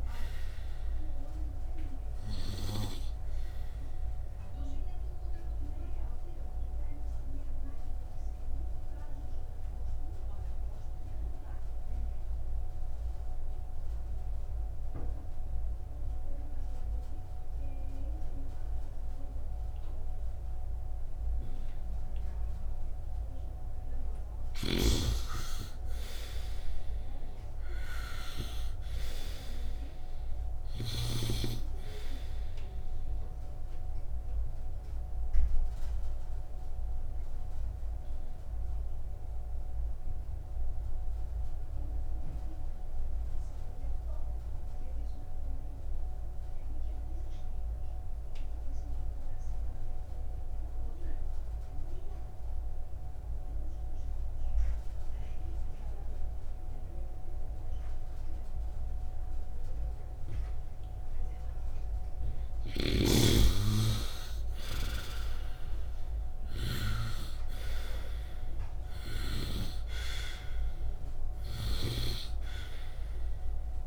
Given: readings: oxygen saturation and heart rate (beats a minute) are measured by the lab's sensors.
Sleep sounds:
breathing in sleep by a room microphone; 2
0.00-16.50 s: oxygen desaturation (device-marked, oxygen 65% lowest, heart rate 64 extreme)
6.00-22.00 s: obstructive apnea (oxygen 85% before, 65% lowest, heart rate 67 before, 64 extreme)
24.00-28.00 s: arousal
26.50-50.50 s: oxygen desaturation (device-marked, oxygen 98% before, 75% lowest, heart rate 70 before, 55 extreme)
35.50-62.50 s: obstructive apnea (oxygen 98% before, 75% lowest, heart rate 67 before, 55 extreme, up 5 after)
57.50-73.87 s: oxygen desaturation (device-marked, oxygen 97% before, 75% lowest, heart rate 68 before, 49 extreme)
63.00-67.50 s: arousal
71.50-73.87 s: snoring (device-marked)
From the record:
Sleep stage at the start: N2 (light sleep); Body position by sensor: upright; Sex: male

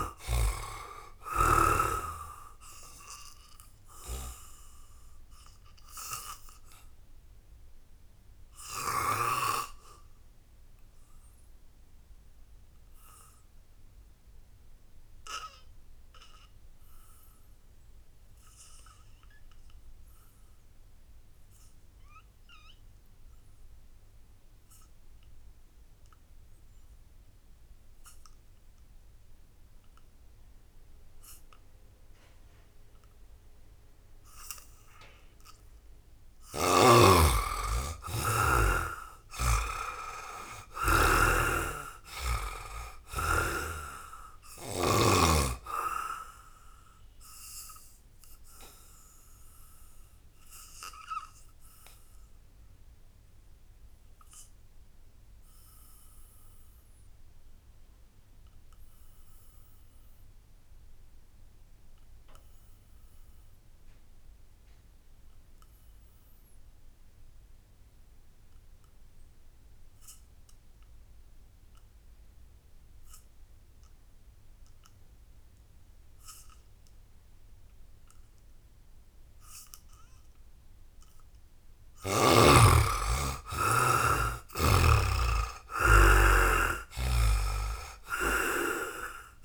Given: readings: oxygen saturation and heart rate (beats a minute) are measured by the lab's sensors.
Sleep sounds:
breathing in sleep by a room microphone; 2
0.00-17.50 s: oxygen desaturation (device-marked, oxygen 71% lowest, heart rate 56 extreme)
3.00-34.50 s: obstructive apnea (oxygen 98% before, 71% lowest, heart rate 66 before, 57 extreme, up 7 after)
19.50-59.50 s: oxygen desaturation (device-marked, oxygen 98% before, 72% lowest, heart rate 80 before, 57 extreme)
36.00-39.50 s: arousal
38.50-42.00 s: snoring (device-marked)
46.00-80.00 s: obstructive apnea (oxygen 98% before, 70% lowest, heart rate 65 before, 59 extreme, up 12 after)
74.50-89.45 s: oxygen desaturation (device-marked, oxygen 98% before, 70% lowest, heart rate 78 before, 56 extreme)
82.00-86.50 s: arousal
From the record:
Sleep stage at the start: N2 (light sleep); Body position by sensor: on the back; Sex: male

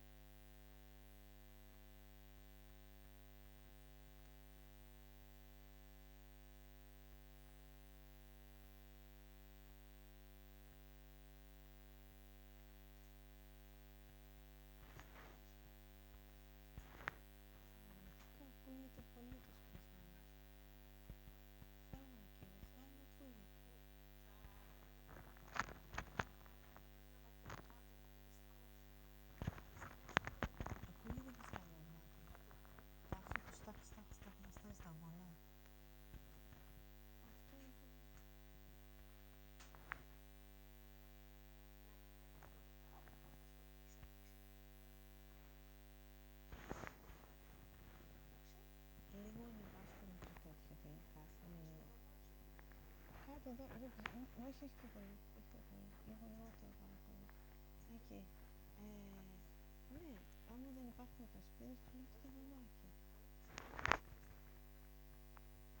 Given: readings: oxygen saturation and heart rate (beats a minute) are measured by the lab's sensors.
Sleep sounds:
a person awake in a sleep study, by a microphone on the trachea; none
none scored
From the record:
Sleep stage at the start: awake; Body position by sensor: on the back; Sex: female

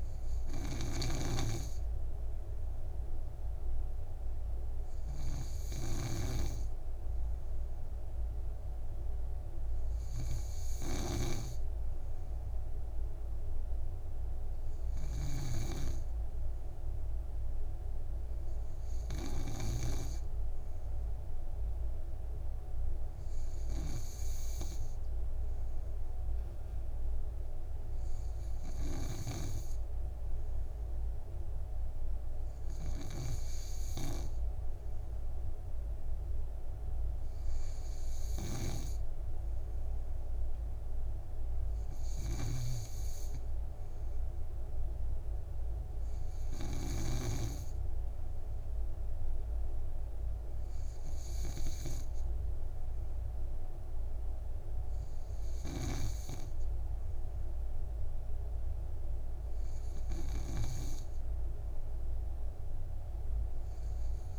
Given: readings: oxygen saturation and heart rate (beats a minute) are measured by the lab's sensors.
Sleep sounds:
breathing in sleep by a room microphone; none
0.00-16.00 s: snoring (device-marked)
From the record:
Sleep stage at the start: N2 (light sleep); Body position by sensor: on the back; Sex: male

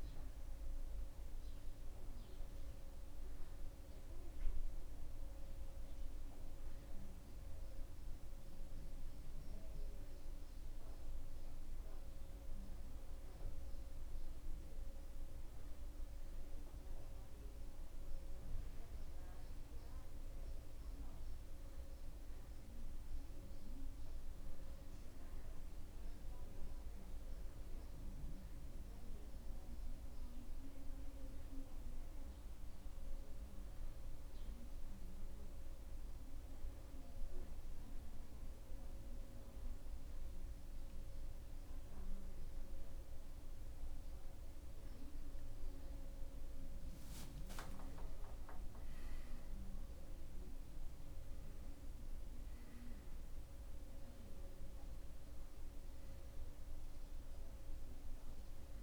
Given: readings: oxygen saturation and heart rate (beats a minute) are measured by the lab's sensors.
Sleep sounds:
breathing in sleep, hard to hear, by a room microphone; none
46.00-50.50 s: arousal
From the record:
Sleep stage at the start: N1 (lightest sleep); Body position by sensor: on the back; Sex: male

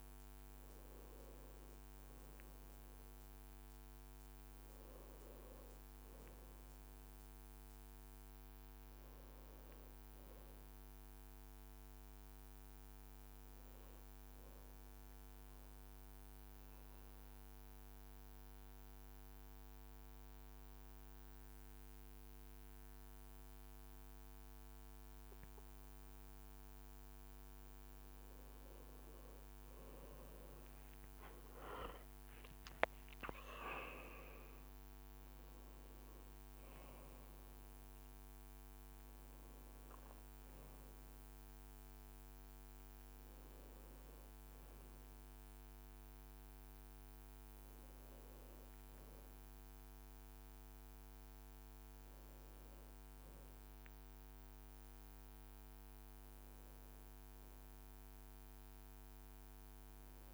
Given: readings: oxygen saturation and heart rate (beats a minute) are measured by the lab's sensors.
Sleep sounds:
breathing in sleep, hard to hear, by a microphone on the trachea; 1
0.00-20.50 s: oxygen desaturation (device-marked, oxygen 92% lowest, heart rate 54 extreme)
14.00-27.00 s: central apnea (oxygen 97% before, 92% lowest, heart rate 56 before, 54 extreme, up 5 after)
18.50-20.50 s: leg movement (device-marked)
29.00-33.00 s: arousal
30.50-37.00 s: leg movement (device-marked)
From the record:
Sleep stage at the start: N2 (light sleep); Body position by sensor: on the right side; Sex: male

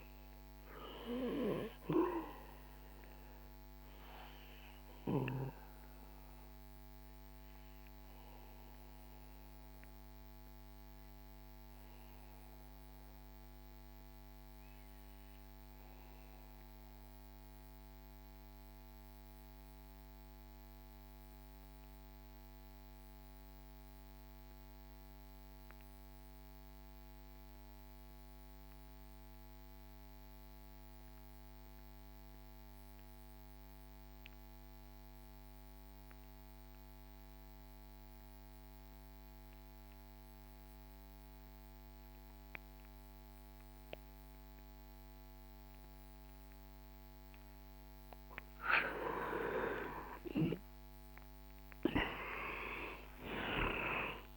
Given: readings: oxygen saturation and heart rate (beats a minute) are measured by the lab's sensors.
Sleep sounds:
breathing in sleep by a microphone on the trachea; 1
4.50-48.00 s: obstructive apnea (oxygen 98% before, 84% lowest, heart rate 66 before, 55 extreme, up 45 after)
7.50-54.37 s: new sleep stage, REM sleep
8.50-20.50 s: oxygen desaturation (device-marked, oxygen 96% before, 93% lowest, heart rate 66 before, 55 extreme)
49.50-54.37 s: arousal
From the record:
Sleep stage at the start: N2 (light sleep); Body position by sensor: on the back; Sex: male

